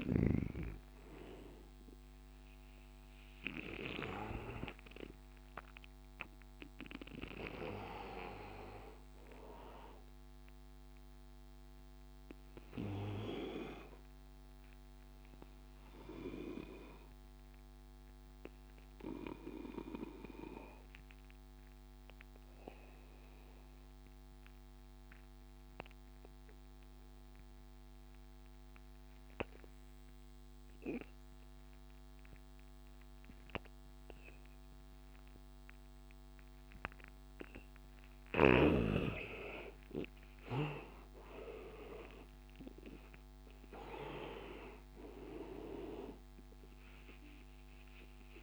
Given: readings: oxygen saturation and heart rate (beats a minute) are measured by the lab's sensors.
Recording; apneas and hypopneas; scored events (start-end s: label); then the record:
breathing in sleep by a microphone on the trachea; 1
0.00-19.00 s: oxygen desaturation (device-marked, oxygen 83% lowest, heart rate 76 extreme)
12.50-38.50 s: obstructive apnea (oxygen 97% before, 83% lowest, heart rate 89 before, 83 extreme, up 7 after)
34.00-48.43 s: oxygen desaturation (device-marked, oxygen 100% before, 83% lowest, heart rate 85 before, 83 extreme)
40.00-44.50 s: arousal
From the record:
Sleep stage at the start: N2 (light sleep); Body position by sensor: on the back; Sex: male